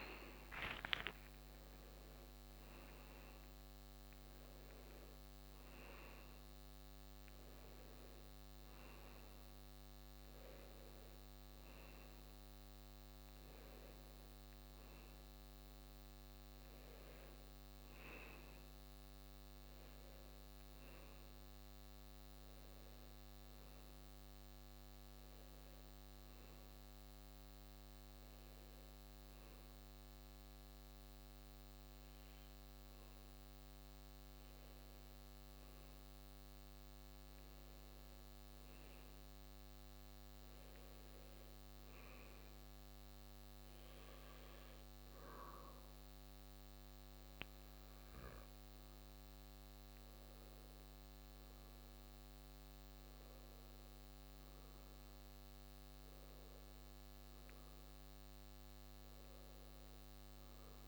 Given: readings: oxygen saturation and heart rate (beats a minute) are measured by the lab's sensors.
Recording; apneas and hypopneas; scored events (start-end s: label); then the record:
a person partly awake in a sleep study, hard to hear, by a microphone on the trachea; 1
12.00-60.88 s: new sleep stage, N1 (lightest sleep)
26.50-37.00 s: hypopnea (oxygen 98% before, 95% lowest)
38.00-42.00 s: arousal
From the record:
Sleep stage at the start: awake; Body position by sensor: on the back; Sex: male